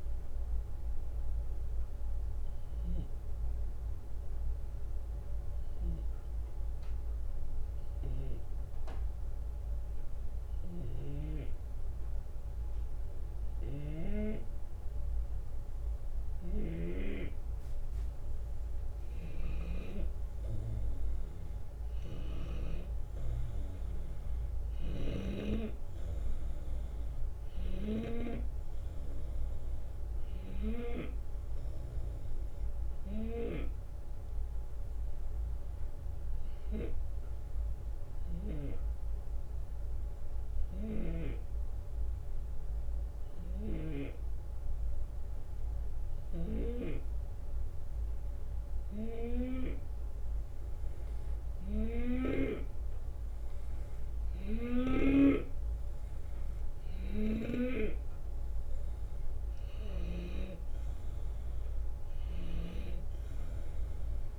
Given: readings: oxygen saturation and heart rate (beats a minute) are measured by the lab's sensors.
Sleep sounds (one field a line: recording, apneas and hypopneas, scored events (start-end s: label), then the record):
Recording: breathing in sleep by a room microphone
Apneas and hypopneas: 2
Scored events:
4.00-16.50 s: hypopnea (oxygen 93% before, 90% lowest)
10.50-14.00 s: snoring (device-marked)
16.00-38.50 s: snoring (device-marked)
18.50-22.50 s: arousal
26.50-44.50 s: oxygen desaturation (device-marked, oxygen 96% before, 90% lowest)
36.50-50.00 s: hypopnea (oxygen 96% before, 90% lowest)
39.50-41.50 s: long interval between heartbeats (device-marked)
43.00-52.50 s: snoring (device-marked)
43.50-45.50 s: long interval between heartbeats (device-marked)
43.50-53.50 s: drop in pulse transit time (device-marked)
46.00-48.00 s: long interval between heartbeats (device-marked, heart rate 31 before, 59 extreme)
52.00-54.50 s: arousal
57.00-60.50 s: snoring (device-marked)
58.50-64.39 s: oxygen desaturation (device-marked, oxygen 94% before, 90% lowest, heart rate 53 before, 73 extreme)
62.50-64.39 s: snoring (device-marked)
From the record:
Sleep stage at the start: N2 (light sleep)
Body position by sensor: on the left side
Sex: male